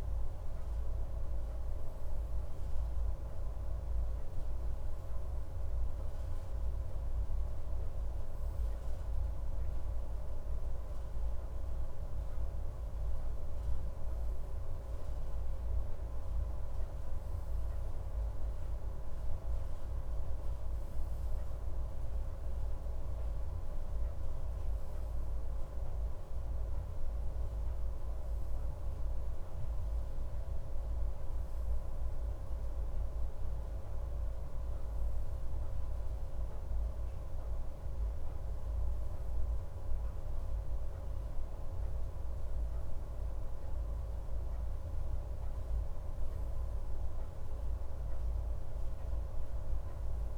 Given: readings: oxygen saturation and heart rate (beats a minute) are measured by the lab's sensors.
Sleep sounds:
a person awake in a sleep study, hard to hear, by a room microphone; none
none scored
From the record:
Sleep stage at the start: awake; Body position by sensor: on the left side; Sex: male

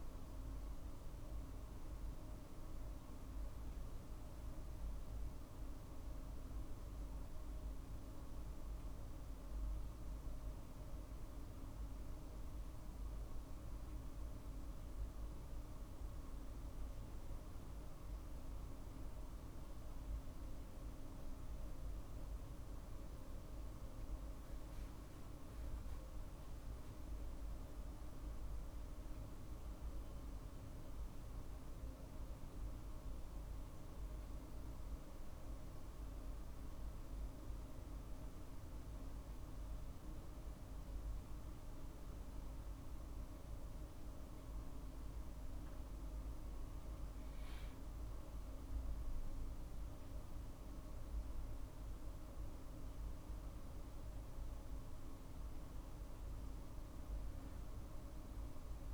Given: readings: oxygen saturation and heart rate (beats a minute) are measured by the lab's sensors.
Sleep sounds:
breathing in sleep, hard to hear, by a room microphone; none
none scored
From the record:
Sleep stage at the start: N1 (lightest sleep); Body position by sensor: on the right side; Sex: male

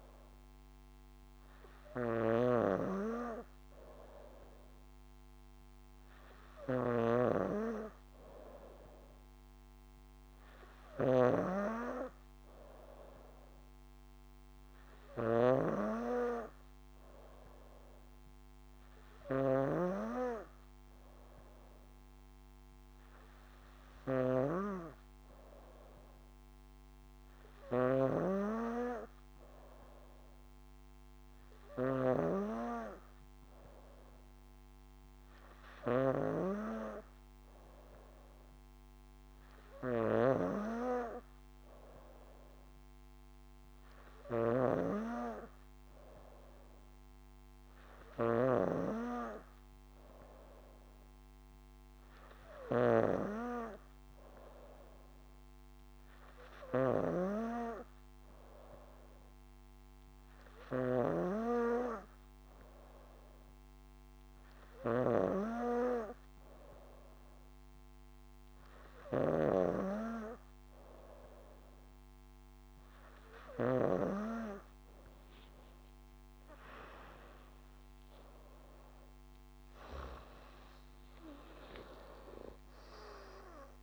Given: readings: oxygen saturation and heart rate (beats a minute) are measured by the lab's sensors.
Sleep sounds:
breathing in sleep by a microphone on the trachea; none
0.00-49.00 s: snoring (device-marked)
57.00-70.00 s: snoring (device-marked)
78.50-82.00 s: arousal
From the record:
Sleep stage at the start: N3 (deep sleep); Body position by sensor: on the back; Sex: female

